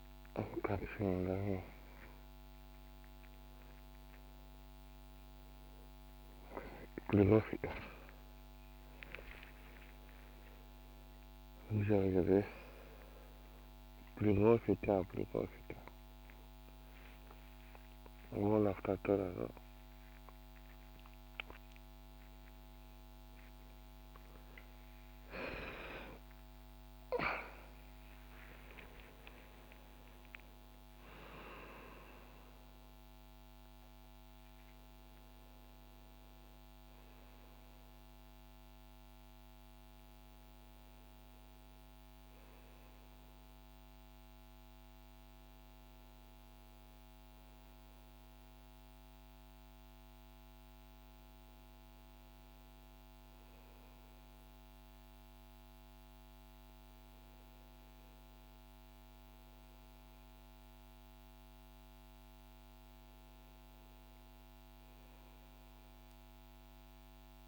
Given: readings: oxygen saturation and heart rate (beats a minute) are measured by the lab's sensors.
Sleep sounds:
a person awake in a sleep study, by a microphone on the trachea; none
2.50-32.50 s: oxygen desaturation (device-marked, oxygen 98% before, 92% lowest, heart rate 68 before, 64 extreme)
45.50-67.48 s: new sleep stage, N1 (lightest sleep)
From the record:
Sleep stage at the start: awake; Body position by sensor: on the back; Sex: male

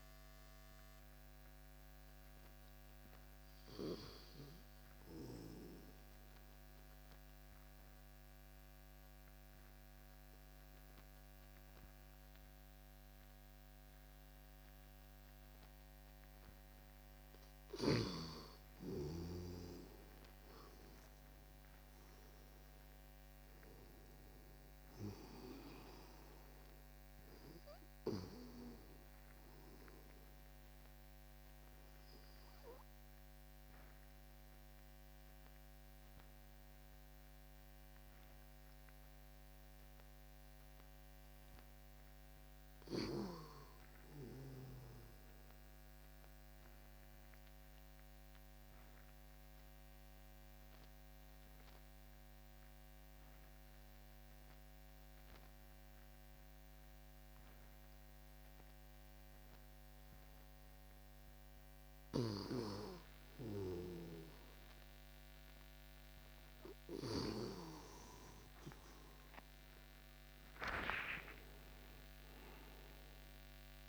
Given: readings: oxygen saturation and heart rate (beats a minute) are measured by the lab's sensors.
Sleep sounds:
breathing in sleep by a microphone on the trachea; 3
7.00-17.50 s: obstructive apnea (oxygen 98% before, 92% lowest)
18.50-22.50 s: arousal
19.50-29.50 s: oxygen desaturation (device-marked, oxygen 97% before, 94% lowest)
30.50-41.50 s: obstructive apnea (oxygen 97% before, 92% lowest, heart rate 54 before, 30 extreme, up 49 after)
38.50-46.50 s: oxygen desaturation (device-marked, oxygen 95% before, 92% lowest, heart rate 43 before, 26 extreme)
43.00-46.00 s: arousal
48.50-60.00 s: obstructive apnea (oxygen 99% before, 94% lowest, heart rate 49 before, 26 extreme, up 6 after)
66.00-70.50 s: arousal
From the record:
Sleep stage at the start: N2 (light sleep); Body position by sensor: on the back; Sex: male

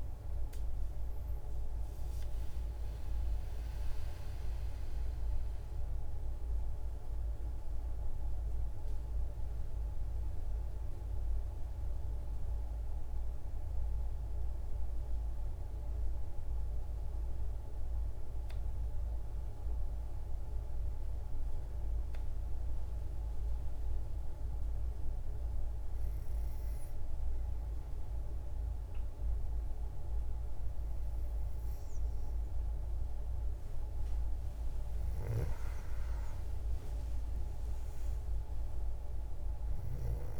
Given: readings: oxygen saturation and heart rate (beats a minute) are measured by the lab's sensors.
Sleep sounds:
breathing in sleep, hard to hear, by a room microphone; 1
0.00-24.00 s: oxygen desaturation (device-marked, oxygen 90% lowest, heart rate 64 extreme)
10.50-34.00 s: obstructive apnea (oxygen 96% before, 90% lowest, heart rate 80 before, 54 extreme, up 30 after)
35.50-39.50 s: arousal
From the record:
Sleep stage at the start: N2 (light sleep); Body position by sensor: on the back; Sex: female

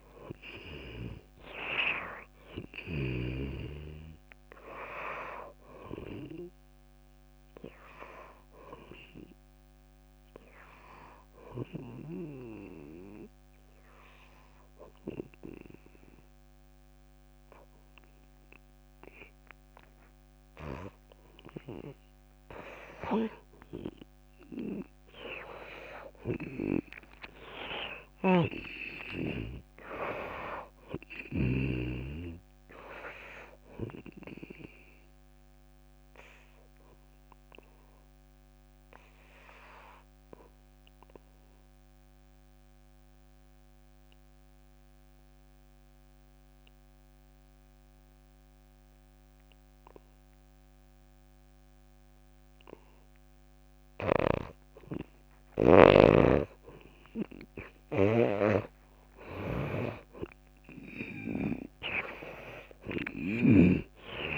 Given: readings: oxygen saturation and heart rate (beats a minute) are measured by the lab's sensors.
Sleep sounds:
breathing in sleep by a microphone on the trachea; 2
0.00-3.50 s: snoring (device-marked)
0.00-13.50 s: oxygen desaturation (device-marked, oxygen 88% lowest)
9.50-18.50 s: drop in pulse transit time (device-marked)
11.50-23.50 s: obstructive apnea (oxygen 95% before, 82% lowest)
26.00-30.00 s: arousal
28.50-32.00 s: snoring (device-marked)
28.50-41.50 s: oxygen desaturation (device-marked, oxygen 98% before, 92% lowest)
35.50-54.50 s: obstructive apnea (oxygen 98% before, 82% lowest)
51.50-64.38 s: oxygen desaturation (device-marked, oxygen 97% before, 82% lowest)
56.50-60.50 s: arousal
56.50-64.00 s: snoring (device-marked)
From the record:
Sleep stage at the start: N2 (light sleep); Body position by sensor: on the back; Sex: female

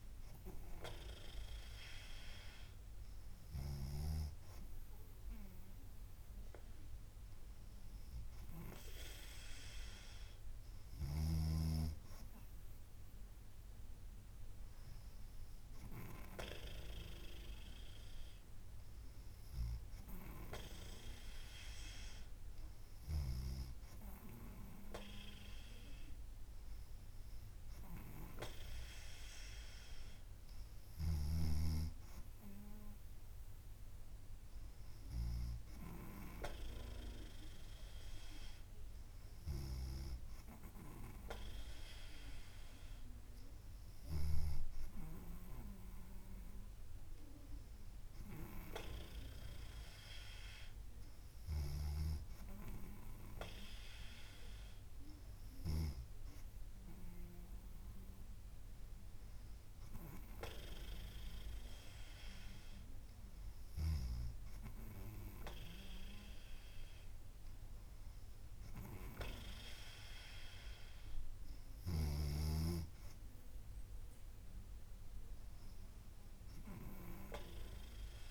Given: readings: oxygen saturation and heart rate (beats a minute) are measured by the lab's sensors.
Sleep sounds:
breathing in sleep by a room microphone; none
none scored
From the record:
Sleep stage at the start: N3 (deep sleep); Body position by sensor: on the back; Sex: female

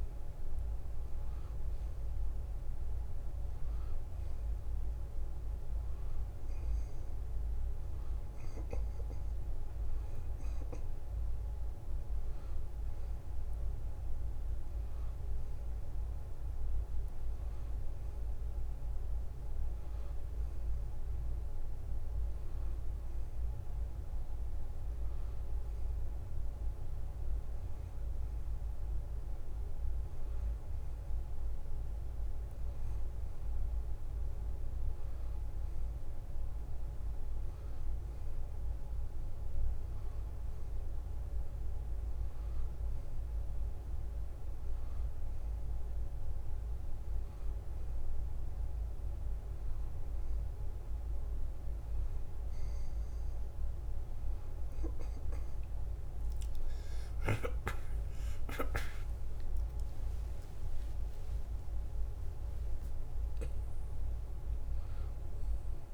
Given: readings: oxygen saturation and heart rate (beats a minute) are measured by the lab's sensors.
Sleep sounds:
breathing in sleep, hard to hear, by a room microphone; none
60.00-63.50 s: arousal
From the record:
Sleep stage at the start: N2 (light sleep); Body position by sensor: on the back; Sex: male

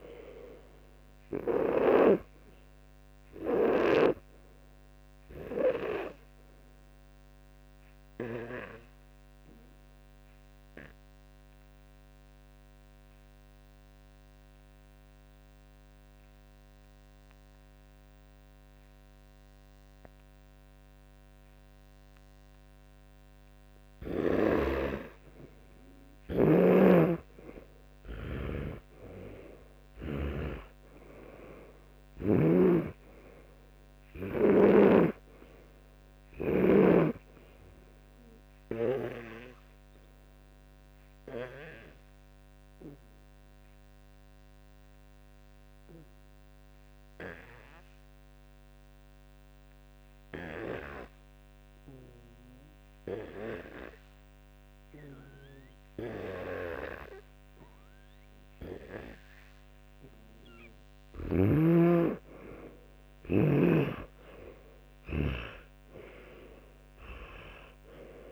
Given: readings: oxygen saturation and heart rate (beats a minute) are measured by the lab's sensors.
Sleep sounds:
breathing in sleep by a microphone on the trachea; 2
9.50-24.50 s: obstructive apnea (oxygen 95% before, 91% lowest, heart rate 65 before, 56 extreme, up 19 after)
20.00-29.00 s: oxygen desaturation (device-marked, oxygen 95% before, 91% lowest, heart rate 62 before, 58 extreme)
26.50-30.50 s: snoring (device-marked)
27.00-31.00 s: arousal
32.50-37.00 s: snoring (device-marked)
37.00-46.00 s: oxygen desaturation (device-marked, oxygen 98% before, 93% lowest, heart rate 64 before, 57 extreme)
40.50-60.00 s: obstructive apnea (oxygen 98% before, 90% lowest, heart rate 65 before, 56 extreme, up 22 after)
63.00-66.00 s: arousal
From the record:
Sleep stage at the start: N2 (light sleep); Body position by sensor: on the back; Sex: male

